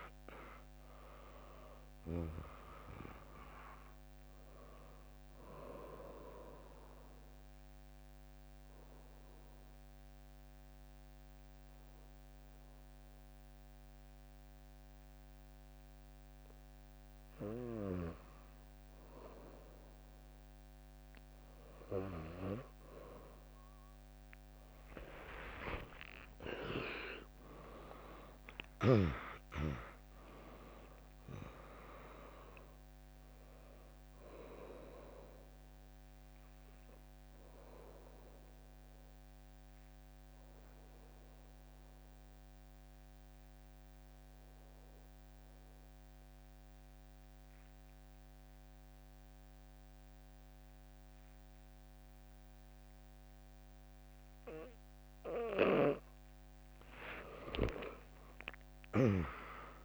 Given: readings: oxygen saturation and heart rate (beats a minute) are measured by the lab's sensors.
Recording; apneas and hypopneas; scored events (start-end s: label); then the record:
breathing in sleep by a microphone on the trachea; 2
0.00-14.00 s: drop in pulse transit time (device-marked, heart rate 73 before, 70 extreme)
0.00-17.00 s: oxygen desaturation (device-marked, oxygen 100% before, 96% lowest, heart rate 73 before, 59 extreme)
7.00-18.00 s: obstructive apnea (oxygen 100% before, 95% lowest, heart rate 73 before, 59 extreme)
25.00-29.50 s: arousal
28.00-37.00 s: drop in pulse transit time (device-marked, heart rate 70 before, 64 extreme)
35.50-55.50 s: obstructive apnea (oxygen 99% before, 95% lowest, heart rate 68 before, 58 extreme, up 12 after)
51.00-58.00 s: bradycardia (device-marked, heart rate 73 before, 58 extreme)
57.50-59.85 s: arousal
From the record:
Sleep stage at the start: N2 (light sleep); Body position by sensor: on the back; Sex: female